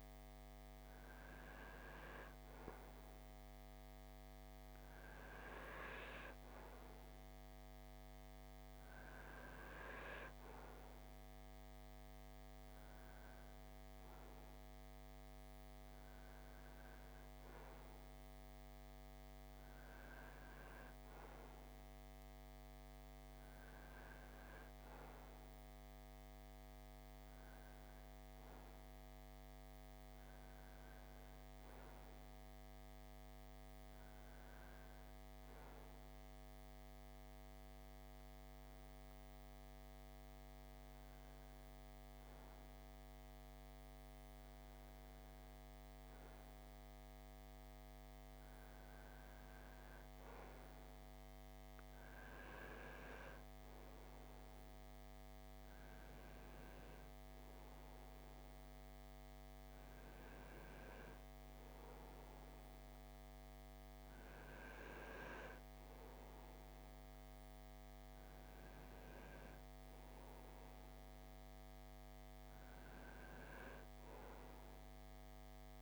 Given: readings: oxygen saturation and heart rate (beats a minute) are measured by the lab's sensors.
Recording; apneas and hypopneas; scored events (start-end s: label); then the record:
breathing in sleep, hard to hear, by a microphone on the trachea; none
none scored
From the record:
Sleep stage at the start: REM sleep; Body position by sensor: on the right side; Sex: male